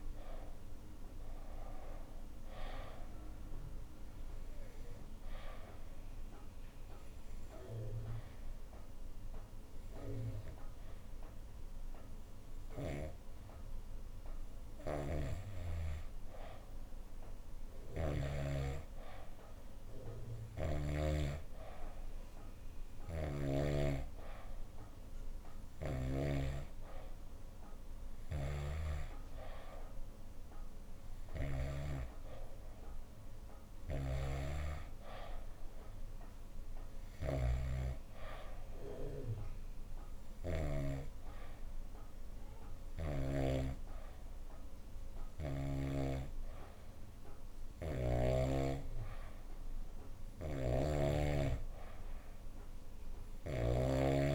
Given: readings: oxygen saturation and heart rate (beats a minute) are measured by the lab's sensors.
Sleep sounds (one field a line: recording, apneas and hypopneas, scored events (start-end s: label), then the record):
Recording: breathing in sleep by a room microphone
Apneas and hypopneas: 2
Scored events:
6.00-16.50 s: hypopnea (oxygen 95% before, 91% lowest, heart rate 73 before, 75 extreme, up 1 after)
12.50-18.00 s: snoring (device-marked)
17.50-20.00 s: arousal
20.00-23.50 s: snoring (device-marked)
20.50-31.50 s: oxygen desaturation (device-marked, oxygen 94% before, 91% lowest, heart rate 75 before, 76 extreme)
28.00-31.50 s: snoring (device-marked)
33.50-40.50 s: snoring (device-marked)
39.50-49.50 s: hypopnea (oxygen 94% before, 90% lowest, heart rate 77 before, 77 extreme, up 3 after)
50.00-54.35 s: snoring (device-marked)
51.00-54.35 s: arousal
From the record:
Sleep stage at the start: N2 (light sleep)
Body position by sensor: on the back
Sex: female